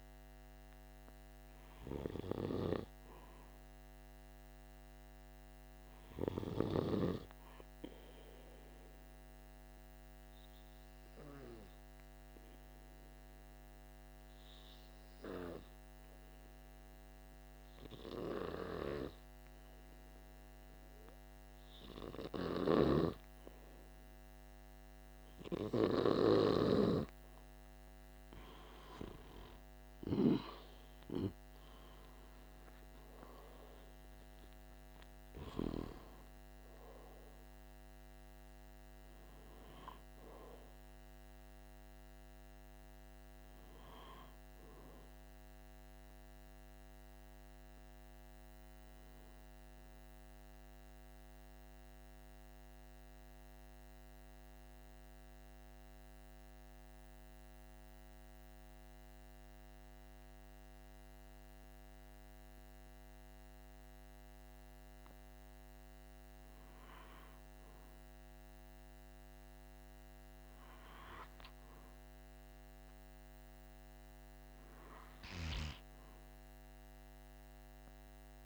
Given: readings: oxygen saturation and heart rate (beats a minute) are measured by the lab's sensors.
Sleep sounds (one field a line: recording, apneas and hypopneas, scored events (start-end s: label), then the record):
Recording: breathing in sleep by a microphone on the trachea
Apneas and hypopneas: 2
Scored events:
7.50-22.00 s: obstructive apnea (oxygen 97% before, 93% lowest, heart rate 48 before, 45 extreme, up 2 after)
27.50-31.50 s: arousal
52.50-65.00 s: hypopnea (oxygen 96% before, 93% lowest, heart rate 51 before, 45 extreme, up 4 after)
68.50-72.50 s: arousal
From the record:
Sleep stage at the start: N2 (light sleep)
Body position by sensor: on the back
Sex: male